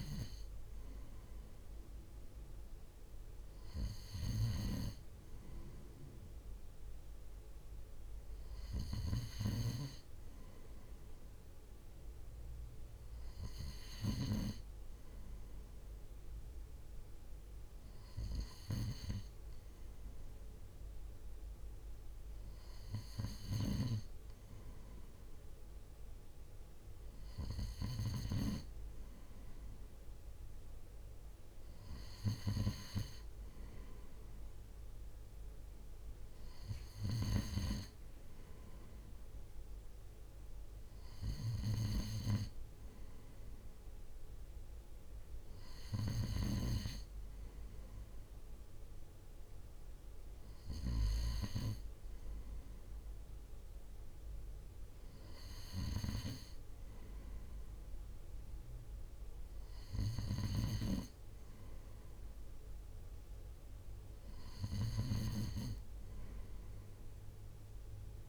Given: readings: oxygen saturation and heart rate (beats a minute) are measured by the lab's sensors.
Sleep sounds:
breathing in sleep by a room microphone; none
none scored
From the record:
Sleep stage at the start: N3 (deep sleep); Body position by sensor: on the right side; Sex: male

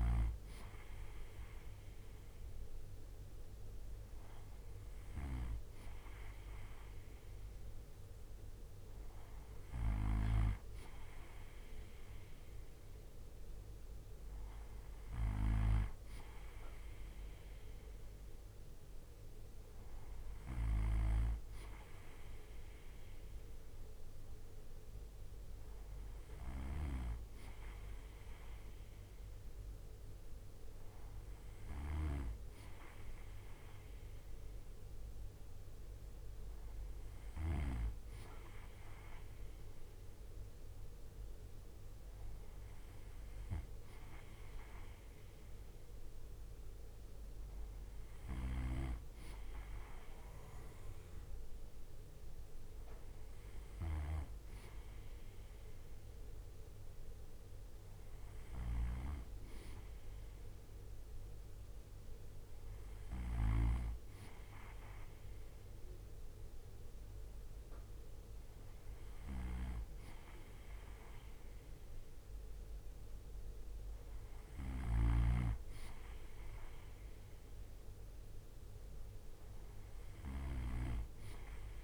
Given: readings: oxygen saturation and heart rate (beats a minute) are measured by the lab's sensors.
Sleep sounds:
breathing in sleep by a room microphone; none
0.00-5.00 s: snoring (device-marked)
20.00-37.00 s: snoring (device-marked)
47.50-81.84 s: snoring (device-marked)
From the record:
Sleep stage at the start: N2 (light sleep); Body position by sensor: on the right side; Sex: male

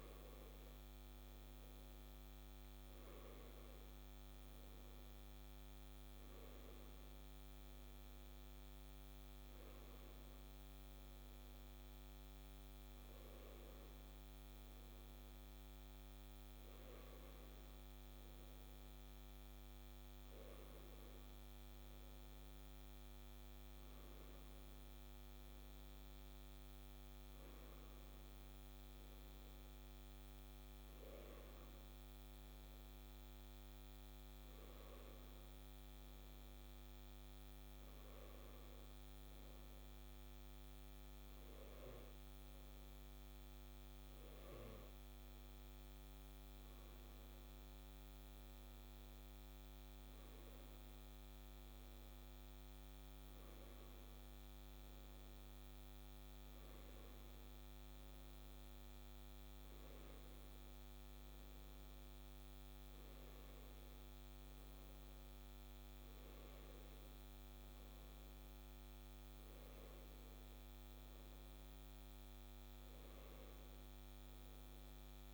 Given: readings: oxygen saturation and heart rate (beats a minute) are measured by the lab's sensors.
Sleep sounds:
a person awake in a sleep study, hard to hear, by a microphone on the trachea; none
none scored
From the record:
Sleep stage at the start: awake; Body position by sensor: on the left side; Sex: male

